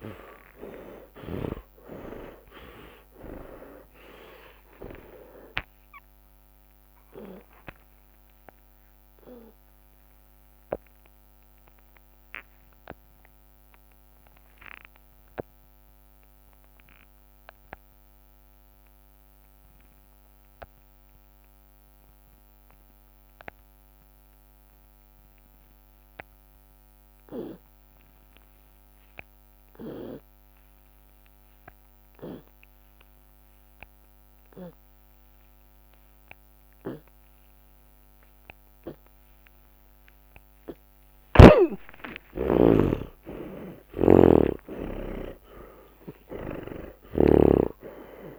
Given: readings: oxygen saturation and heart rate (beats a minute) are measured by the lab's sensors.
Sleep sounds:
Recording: breathing in sleep by a microphone on the trachea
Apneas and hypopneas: 1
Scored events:
0.00-1.50 s: snoring (device-marked)
0.00-3.00 s: arousal
10.00-39.00 s: obstructive apnea (oxygen 81% before, 92% lowest)
25.00-27.00 s: long interval between heartbeats (device-marked)
34.00-36.00 s: long interval between heartbeats (device-marked)
40.50-42.50 s: long interval between heartbeats (device-marked)
42.00-47.00 s: arousal
43.50-45.50 s: long interval between heartbeats (device-marked)
From the record:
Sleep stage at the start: N2 (light sleep)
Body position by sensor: on the left side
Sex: male

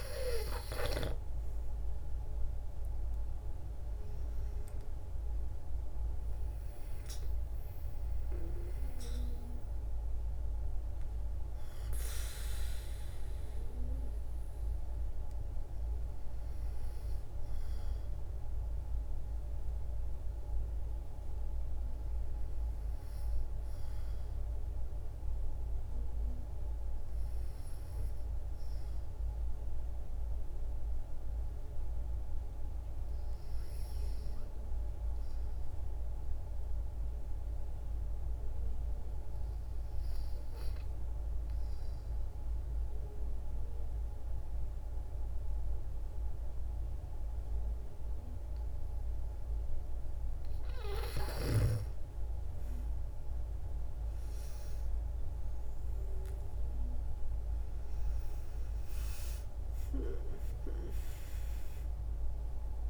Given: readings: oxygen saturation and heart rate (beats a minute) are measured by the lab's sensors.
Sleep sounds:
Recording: breathing in sleep by a room microphone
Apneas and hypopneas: 1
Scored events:
1.00-5.00 s: arousal
34.50-50.00 s: hypopnea (oxygen 96% before, 89% lowest, heart rate 57 before, 57 extreme, up 13 after)
52.50-57.00 s: arousal
53.00-62.89 s: oxygen desaturation (device-marked, oxygen 96% before, 89% lowest, heart rate 58 before, 65 extreme)
57.00-62.89 s: new sleep stage, N1 (lightest sleep)
From the record:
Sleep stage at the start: N2 (light sleep)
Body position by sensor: on the back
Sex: female

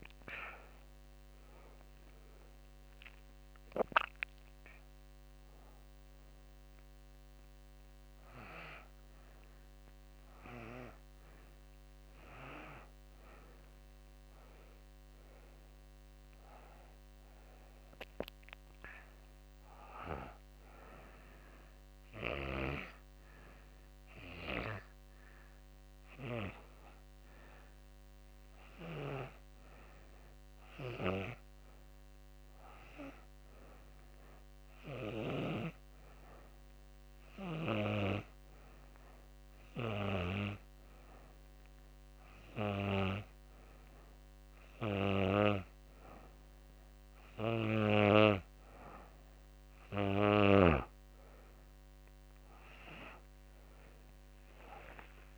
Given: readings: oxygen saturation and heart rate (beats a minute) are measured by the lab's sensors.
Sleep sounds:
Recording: breathing in sleep by a microphone on the trachea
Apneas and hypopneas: 1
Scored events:
31.50-45.00 s: hypopnea (oxygen 96% before, 92% lowest, heart rate 93 before, 85 extreme, up 7 after)
52.00-55.38 s: arousal
From the record:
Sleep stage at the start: N2 (light sleep)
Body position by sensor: on the back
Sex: female

